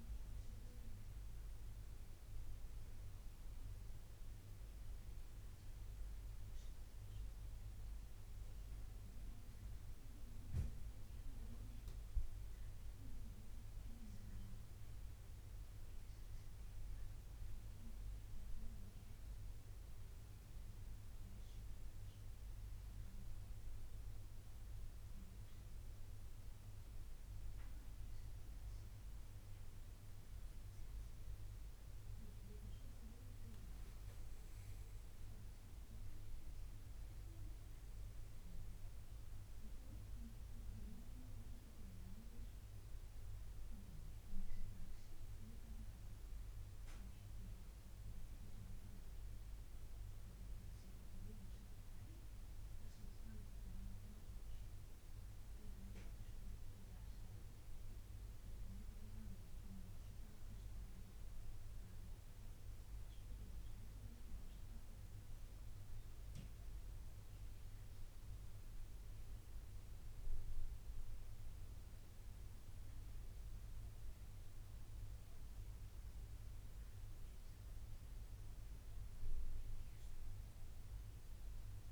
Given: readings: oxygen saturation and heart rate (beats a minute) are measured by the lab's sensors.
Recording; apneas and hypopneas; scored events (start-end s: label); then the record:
breathing in sleep, hard to hear, by a room microphone; 1
14.50-27.00 s: hypopnea (oxygen 95% before, 91% lowest, heart rate 84 before, 81 extreme, up 5 after)
31.00-35.50 s: arousal
38.00-57.00 s: oxygen desaturation (device-marked, oxygen 94% before, 91% lowest, heart rate 84 before, 79 extreme)
79.50-81.92 s: arousal
From the record:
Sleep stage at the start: N2 (light sleep); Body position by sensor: on the right side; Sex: male